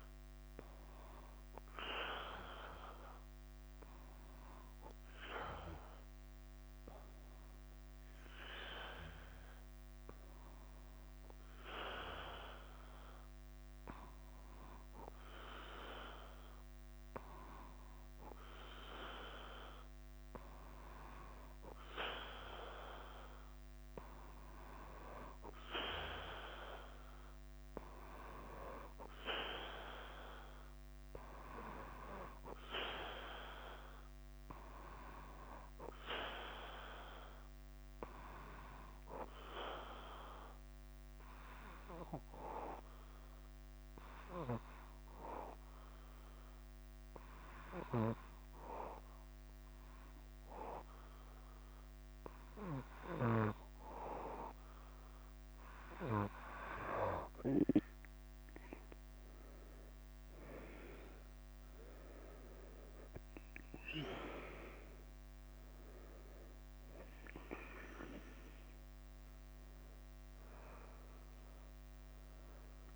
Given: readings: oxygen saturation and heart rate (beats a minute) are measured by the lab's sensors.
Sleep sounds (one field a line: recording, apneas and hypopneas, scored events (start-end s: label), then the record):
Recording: breathing in sleep by a microphone on the trachea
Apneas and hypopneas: 2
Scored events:
0.00-72.96 s: bradycardia (device-marked, heart rate 44 extreme)
1.50-20.00 s: hypopnea (oxygen 98% before, 94% lowest, heart rate 53 before, 50 extreme, up 1 after)
22.50-26.00 s: arousal
39.50-56.00 s: obstructive apnea (oxygen 97% before, 93% lowest, heart rate 51 before, 51 extreme, up 4 after)
59.00-64.00 s: arousal
From the record:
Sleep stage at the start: N2 (light sleep)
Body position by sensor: on the back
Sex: male